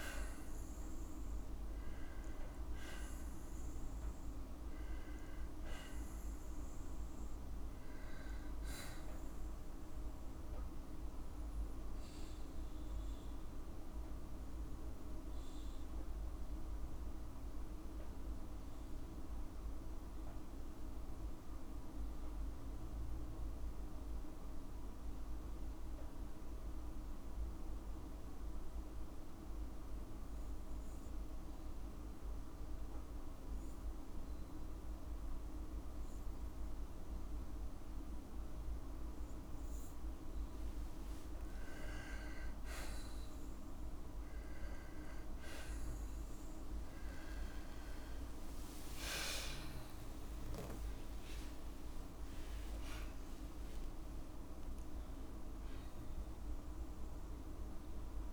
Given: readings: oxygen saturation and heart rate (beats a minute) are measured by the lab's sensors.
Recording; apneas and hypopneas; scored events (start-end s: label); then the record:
breathing in sleep, hard to hear, by a room microphone; 1
11.00-39.50 s: obstructive apnea (oxygen 97% before, 93% lowest, heart rate 58 before, 53 extreme, up 27 after)
46.00-53.00 s: tachycardia (device-marked, heart rate 58 before, 155 extreme)
47.00-49.00 s: long interval between heartbeats (device-marked, heart rate 55 before, 80 extreme)
47.50-52.00 s: arousal
49.50-51.50 s: long interval between heartbeats (device-marked, heart rate 58 before, 112 extreme)
52.50-54.50 s: long interval between heartbeats (device-marked, heart rate 69 before, 138 extreme)
From the record:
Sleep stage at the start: N2 (light sleep); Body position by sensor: on the left side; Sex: female